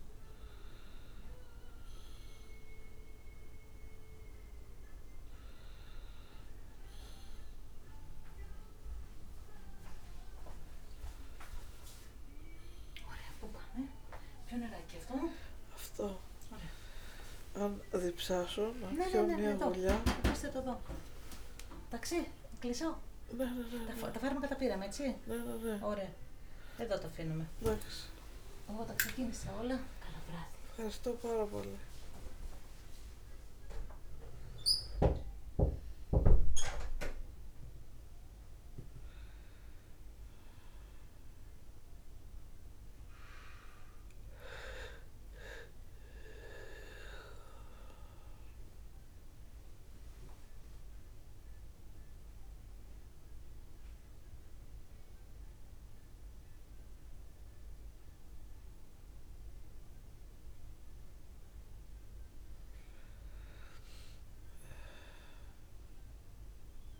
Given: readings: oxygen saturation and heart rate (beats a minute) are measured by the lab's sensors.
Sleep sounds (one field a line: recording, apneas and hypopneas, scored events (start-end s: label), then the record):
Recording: a person awake in a sleep study, by a room microphone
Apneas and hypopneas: none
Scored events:
44.50-49.50 s: bradycardia (device-marked, heart rate 73 before, 58 extreme)
62.50-67.00 s: new sleep stage, N1 (lightest sleep)
From the record:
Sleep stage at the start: awake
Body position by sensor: on the back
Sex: female